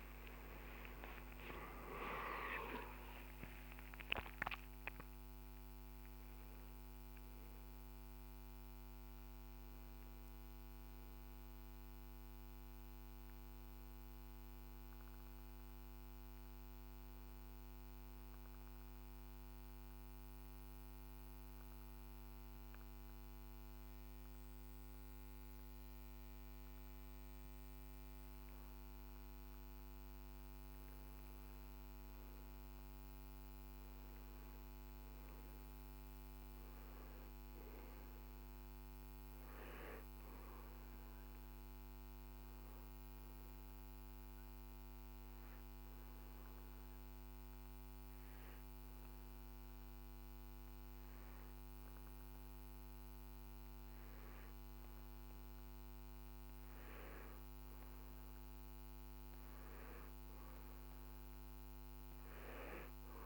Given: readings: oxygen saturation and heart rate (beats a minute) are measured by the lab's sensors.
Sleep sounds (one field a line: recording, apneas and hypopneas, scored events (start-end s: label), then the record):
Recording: breathing in sleep by a microphone on the trachea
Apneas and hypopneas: 2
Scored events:
0.00-5.00 s: arousal
18.00-30.50 s: obstructive apnea (oxygen 97% before, 93% lowest, heart rate 73 before, 53 extreme, up 7 after)
33.00-36.50 s: arousal
35.50-51.50 s: oxygen desaturation (device-marked, oxygen 99% before, 93% lowest, heart rate 59 before, 57 extreme)
45.00-56.50 s: obstructive apnea (oxygen 99% before, 93% lowest, heart rate 57 before, 60 extreme, up 5 after)
58.50-62.00 s: arousal
From the record:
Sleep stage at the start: N2 (light sleep)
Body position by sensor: on the back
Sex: male